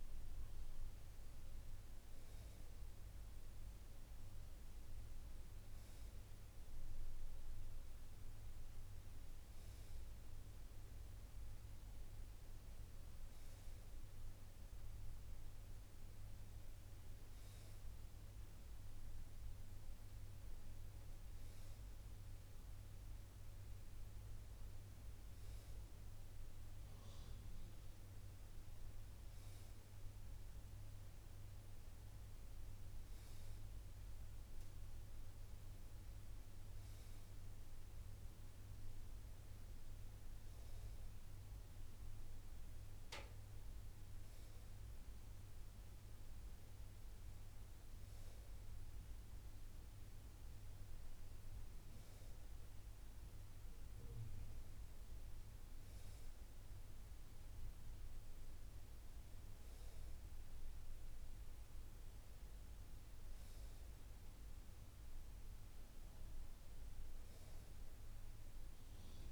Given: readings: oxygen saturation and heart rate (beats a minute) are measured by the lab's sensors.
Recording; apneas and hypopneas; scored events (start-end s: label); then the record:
breathing in sleep, hard to hear, by a room microphone; none
none scored
From the record:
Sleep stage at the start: N2 (light sleep); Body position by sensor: on the right side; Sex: male